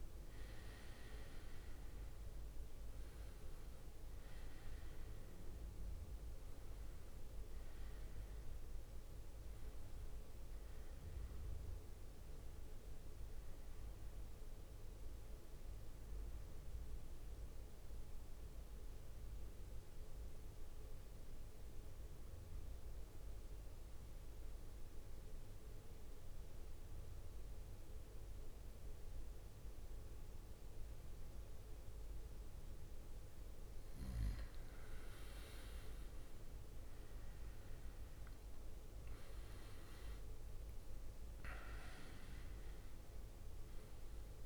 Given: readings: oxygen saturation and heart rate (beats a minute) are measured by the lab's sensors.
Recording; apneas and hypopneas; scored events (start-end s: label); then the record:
breathing in sleep, hard to hear, by a room microphone; 1
0.00-8.50 s: drop in pulse transit time (device-marked, heart rate 63 extreme)
0.00-15.50 s: oxygen desaturation (device-marked, oxygen 91% lowest, heart rate 59 extreme)
18.50-33.50 s: central apnea (oxygen 99% before, 92% lowest, heart rate 66 before, 52 extreme, up 11 after)
37.50-42.50 s: arousal
37.50-44.46 s: oxygen desaturation (device-marked, oxygen 99% before, 93% lowest, heart rate 61 before, 52 extreme)
From the record:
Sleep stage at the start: N2 (light sleep); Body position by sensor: on the back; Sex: male